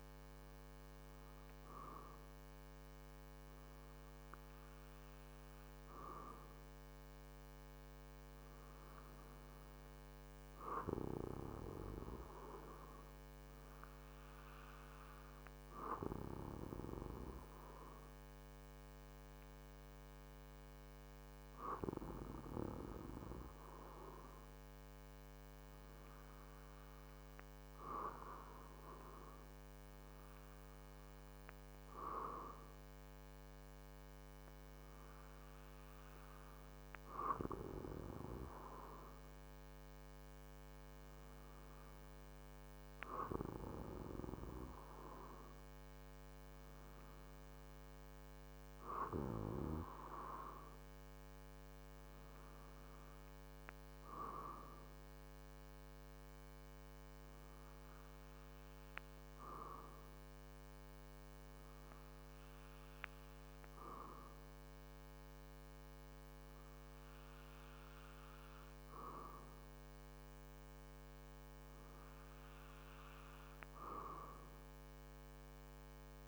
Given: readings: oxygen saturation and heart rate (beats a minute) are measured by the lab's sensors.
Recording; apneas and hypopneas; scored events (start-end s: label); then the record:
breathing in sleep by a microphone on the trachea; none
none scored
From the record:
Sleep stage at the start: REM sleep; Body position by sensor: on the back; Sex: male